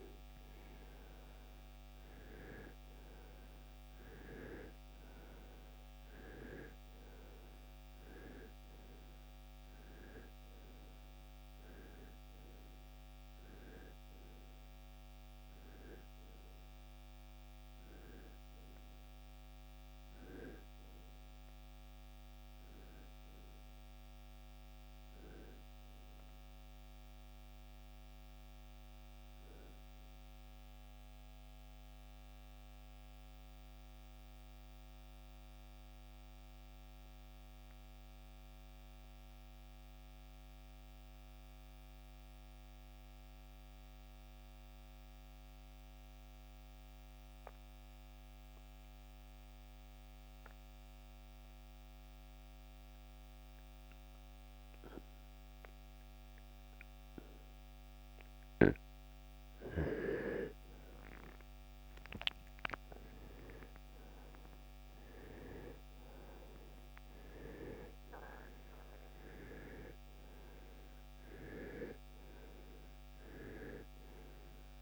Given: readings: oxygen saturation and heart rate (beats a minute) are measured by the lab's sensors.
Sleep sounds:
breathing in sleep by a microphone on the trachea; 1
21.50-26.00 s: arousal
30.00-59.00 s: mixed apnea (oxygen 95% before, 82% lowest, heart rate 75 before, 57 extreme, up 11 after)
31.00-51.00 s: oxygen desaturation (device-marked, oxygen 95% before, 86% lowest, heart rate 75 before, 57 extreme)
61.00-65.50 s: arousal
69.00-74.82 s: oxygen desaturation (device-marked, oxygen 97% before, 82% lowest, heart rate 63 before, 48 extreme)
From the record:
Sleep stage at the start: N2 (light sleep); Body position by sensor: on the right side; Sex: male

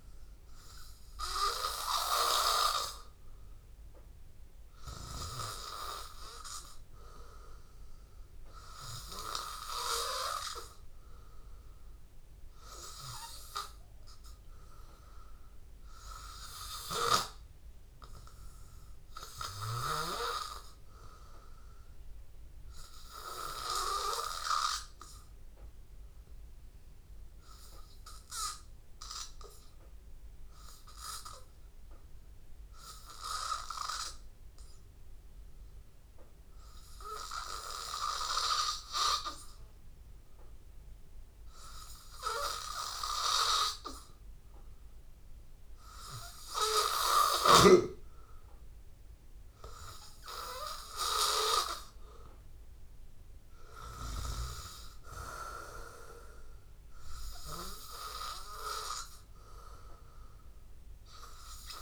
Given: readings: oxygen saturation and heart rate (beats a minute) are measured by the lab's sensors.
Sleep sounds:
breathing in sleep by a room microphone; 1
0.00-16.00 s: oxygen desaturation (device-marked, oxygen 94% lowest, heart rate 80 extreme)
26.00-44.50 s: hypopnea (oxygen 96% before, 92% lowest, heart rate 83 before, 81 extreme, up 2 after)
46.00-50.00 s: arousal
49.00-61.82 s: oxygen desaturation (device-marked, oxygen 97% before, 92% lowest, heart rate 82 before, 81 extreme)
From the record:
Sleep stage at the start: N2 (light sleep); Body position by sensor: on the back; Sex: male

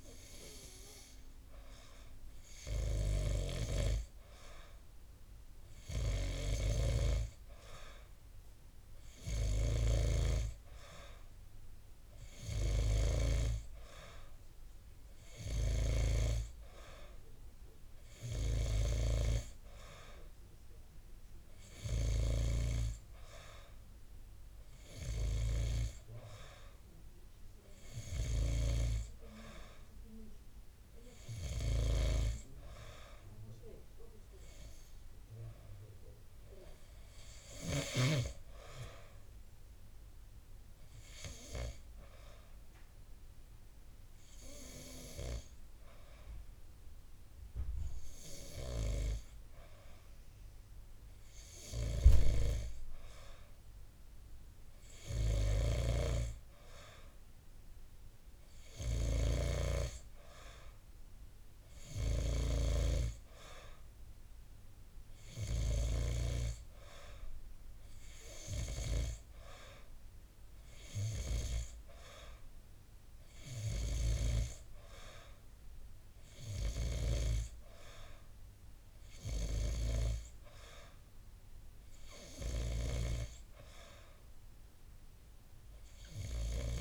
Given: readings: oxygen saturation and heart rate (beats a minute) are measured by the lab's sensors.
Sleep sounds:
breathing in sleep by a room microphone; 1
30.00-34.00 s: arousal
41.00-53.00 s: hypopnea (oxygen 93% before, 91% lowest, heart rate 59 before, 50 extreme, up 15 after)
57.50-61.50 s: arousal
From the record:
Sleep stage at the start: N2 (light sleep); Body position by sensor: on the back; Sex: male

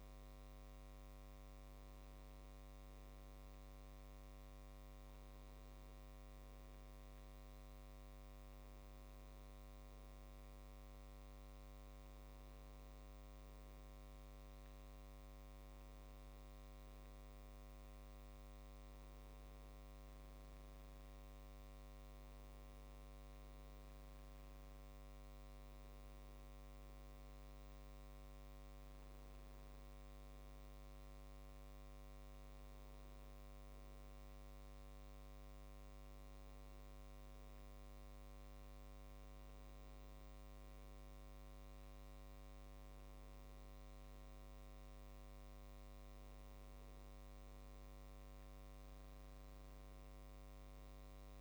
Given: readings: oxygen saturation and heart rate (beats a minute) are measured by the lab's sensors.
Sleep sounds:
breathing in sleep, hard to hear, by a microphone on the trachea; none
none scored
From the record:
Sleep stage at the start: N1 (lightest sleep); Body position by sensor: on the back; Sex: male

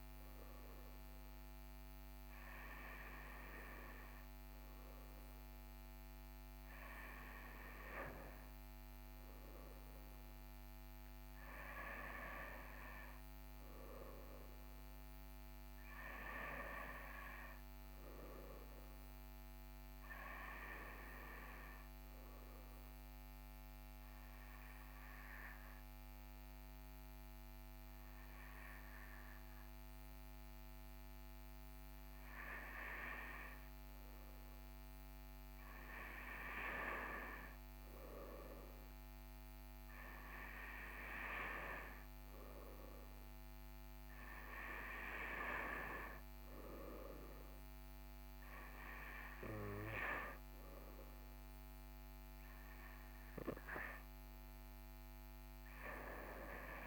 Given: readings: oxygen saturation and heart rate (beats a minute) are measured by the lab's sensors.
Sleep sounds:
breathing in sleep by a microphone on the trachea; 1
10.00-15.00 s: arousal
21.50-34.00 s: obstructive apnea (oxygen 98% before, 95% lowest, heart rate 41 before, 41 extreme, up 0 after)
36.00-38.50 s: arousal
From the record:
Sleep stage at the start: N2 (light sleep); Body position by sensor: on the right side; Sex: male

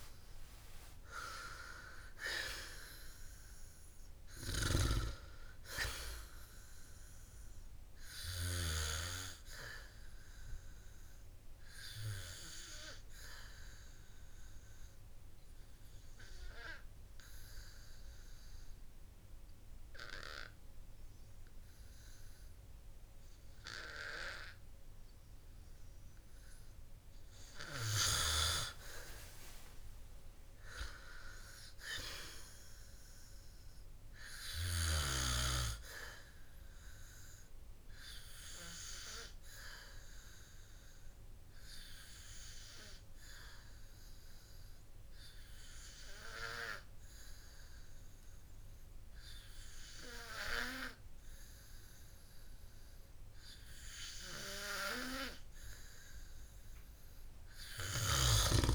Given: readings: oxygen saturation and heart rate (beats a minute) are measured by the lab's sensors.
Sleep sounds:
breathing in sleep by a room microphone; 2
3.50-7.00 s: arousal
14.50-29.00 s: hypopnea (oxygen 98% before, 93% lowest, heart rate 64 before, 53 extreme, up 8 after)
26.00-36.00 s: oxygen desaturation (device-marked, oxygen 97% before, 93% lowest, heart rate 57 before, 56 extreme)
31.00-33.50 s: arousal
36.00-47.00 s: hypopnea (oxygen 97% before, 93% lowest, heart rate 55 before, 56 extreme, up 1 after)
50.00-52.50 s: arousal
From the record:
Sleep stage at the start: N2 (light sleep); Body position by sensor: on the back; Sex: male

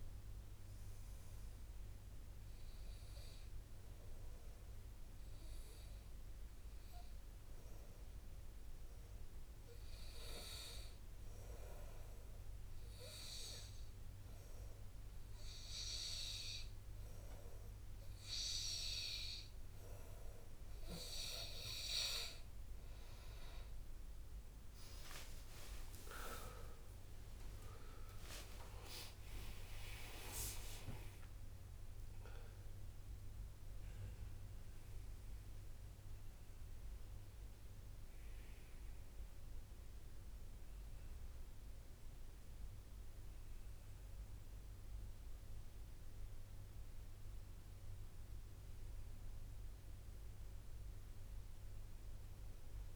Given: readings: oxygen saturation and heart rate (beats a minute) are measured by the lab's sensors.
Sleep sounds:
breathing in sleep by a room microphone; 1
0.00-14.50 s: oxygen desaturation (device-marked, oxygen 92% lowest, heart rate 59 extreme)
6.00-21.50 s: obstructive apnea (oxygen 99% before, 92% lowest, heart rate 62 before, 63 extreme, up 12 after)
25.50-27.50 s: long interval between heartbeats (device-marked, heart rate 65 before, 74 extreme)
25.50-31.00 s: arousal
27.50-39.50 s: oxygen desaturation (device-marked, oxygen 98% before, 93% lowest, heart rate 66 before, 57 extreme)
51.50-52.96 s: arousal
From the record:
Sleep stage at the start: N2 (light sleep); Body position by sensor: on the back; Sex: male

